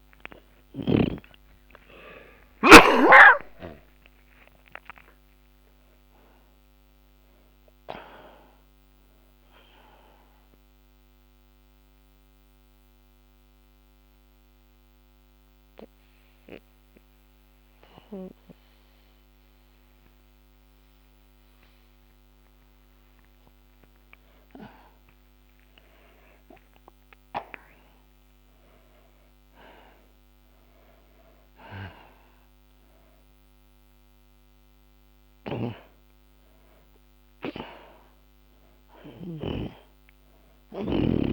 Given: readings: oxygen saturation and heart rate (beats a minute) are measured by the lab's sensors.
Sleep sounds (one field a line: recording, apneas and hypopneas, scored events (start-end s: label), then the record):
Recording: breathing in sleep by a microphone on the trachea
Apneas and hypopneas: 1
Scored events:
0.00-1.50 s: snoring (device-marked)
8.50-25.50 s: oxygen desaturation (device-marked, oxygen 97% before, 92% lowest)
10.00-23.50 s: mixed apnea (oxygen 97% before, 86% lowest)
25.50-29.50 s: arousal
31.50-41.33 s: oxygen desaturation (device-marked, oxygen 97% before, 89% lowest)
35.50-41.33 s: snoring (device-marked)
From the record:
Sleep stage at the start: N2 (light sleep)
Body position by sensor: on the back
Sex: male